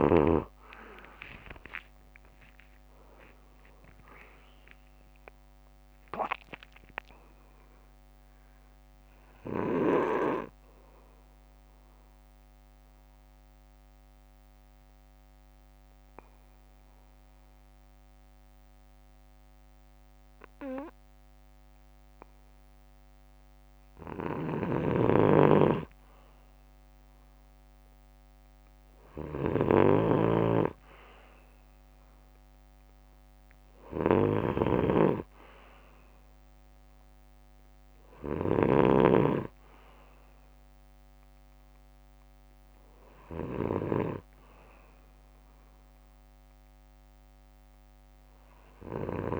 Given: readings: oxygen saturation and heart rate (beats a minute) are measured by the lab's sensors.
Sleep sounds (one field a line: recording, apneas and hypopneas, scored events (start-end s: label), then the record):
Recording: breathing in sleep by a microphone on the trachea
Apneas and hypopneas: 1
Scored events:
1.00-5.00 s: arousal
11.50-24.00 s: obstructive apnea (oxygen 97% before, 93% lowest, heart rate 65 before, 53 extreme, up 10 after)
15.50-23.50 s: bradycardia (device-marked, heart rate 64 before, 53 extreme)
24.00-38.50 s: snoring (device-marked)
25.50-28.50 s: arousal
29.50-31.50 s: bradycardia (device-marked, heart rate 64 before, 56 extreme)
44.50-49.40 s: oxygen desaturation (device-marked, oxygen 97% before, 93% lowest, heart rate 61 before, 55 extreme)
From the record:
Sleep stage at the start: N2 (light sleep)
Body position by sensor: on the back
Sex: male